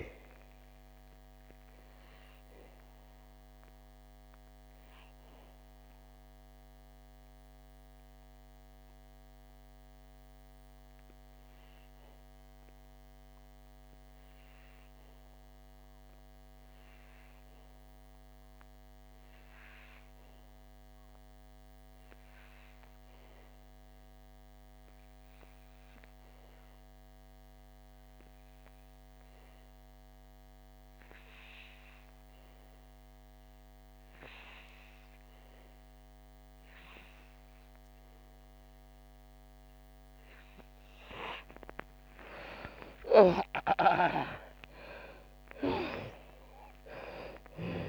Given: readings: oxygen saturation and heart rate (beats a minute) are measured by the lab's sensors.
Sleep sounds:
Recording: breathing in sleep by a microphone on the trachea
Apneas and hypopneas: 1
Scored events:
0.00-17.50 s: oxygen desaturation (device-marked, oxygen 65% lowest, heart rate 51 extreme)
0.50-41.00 s: obstructive apnea (oxygen 92% before, 65% lowest, heart rate 58 before, 56 extreme, up 22 after)
28.50-47.89 s: oxygen desaturation (device-marked, oxygen 96% before, 66% lowest, heart rate 71 before, 56 extreme)
42.00-47.00 s: arousal
From the record:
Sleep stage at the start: N2 (light sleep)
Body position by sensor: on the back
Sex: female

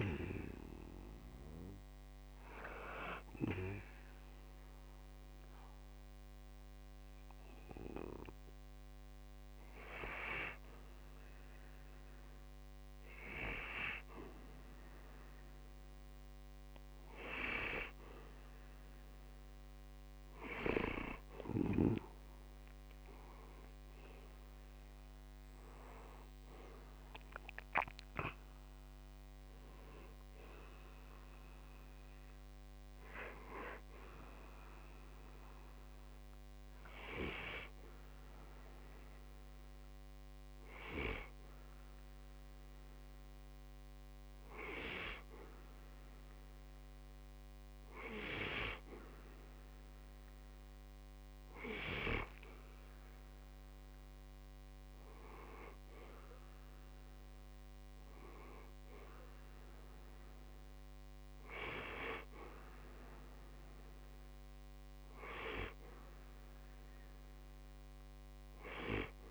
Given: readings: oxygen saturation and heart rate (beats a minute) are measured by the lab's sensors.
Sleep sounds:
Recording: breathing in sleep by a microphone on the trachea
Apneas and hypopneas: 1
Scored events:
4.00-15.50 s: hypopnea (oxygen 94% before, 91% lowest, heart rate 60 before, 60 extreme, up 9 after)
22.00-26.50 s: arousal
65.00-68.50 s: arousal
From the record:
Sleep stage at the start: N2 (light sleep)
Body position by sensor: on the back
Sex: male

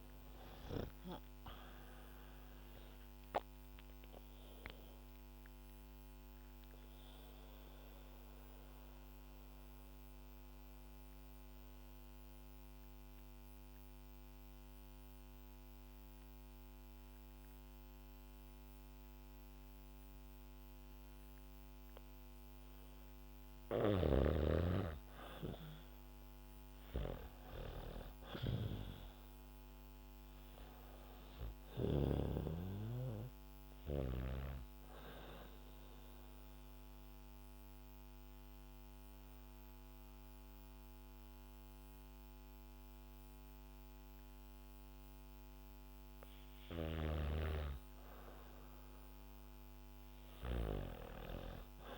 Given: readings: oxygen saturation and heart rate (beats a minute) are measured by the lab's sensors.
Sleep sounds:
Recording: breathing in sleep by a microphone on the trachea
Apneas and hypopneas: 2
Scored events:
0.50-3.50 s: arousal
4.50-18.50 s: oxygen desaturation (device-marked, oxygen 97% before, 91% lowest, heart rate 64 before, 58 extreme)
5.00-22.00 s: mixed apnea (oxygen 97% before, 91% lowest, heart rate 64 before, 58 extreme, up 5 after)
25.00-27.50 s: arousal
29.50-46.50 s: oxygen desaturation (device-marked, oxygen 98% before, 92% lowest, heart rate 65 before, 58 extreme)
34.50-47.00 s: obstructive apnea (oxygen 98% before, 92% lowest, heart rate 66 before, 58 extreme, up 10 after)
36.50-40.50 s: bradycardia (device-marked, heart rate 72 before, 59 extreme)
50.50-51.98 s: arousal
From the record:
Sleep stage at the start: N2 (light sleep)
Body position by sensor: on the back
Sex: female

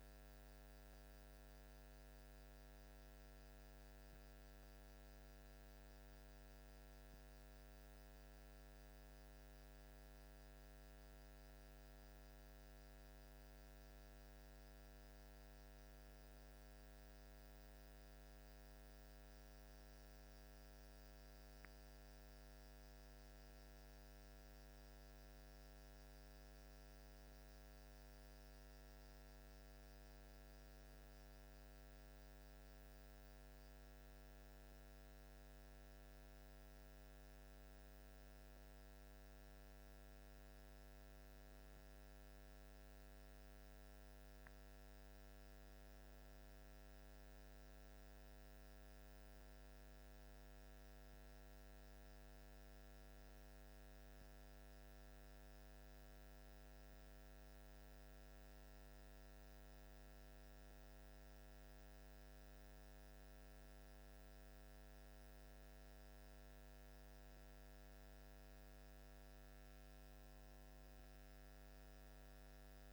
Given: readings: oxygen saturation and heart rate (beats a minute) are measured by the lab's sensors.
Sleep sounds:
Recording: a person awake in a sleep study, hard to hear, by a microphone on the trachea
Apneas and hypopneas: none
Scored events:
none scored
From the record:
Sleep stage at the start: awake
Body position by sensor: on the back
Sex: male

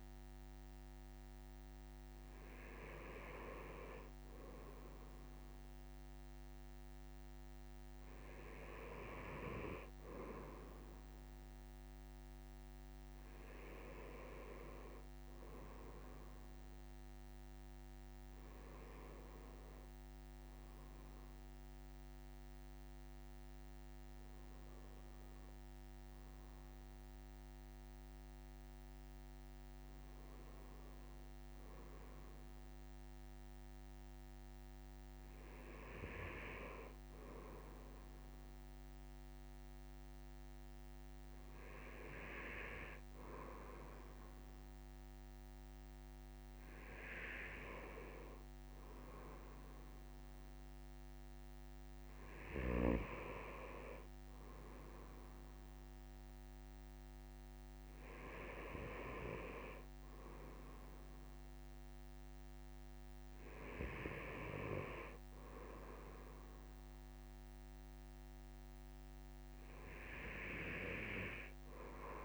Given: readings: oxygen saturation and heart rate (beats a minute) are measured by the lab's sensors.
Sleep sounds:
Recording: breathing in sleep by a microphone on the trachea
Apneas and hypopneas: none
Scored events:
none scored
From the record:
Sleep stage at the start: N2 (light sleep)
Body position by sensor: on the right side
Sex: male

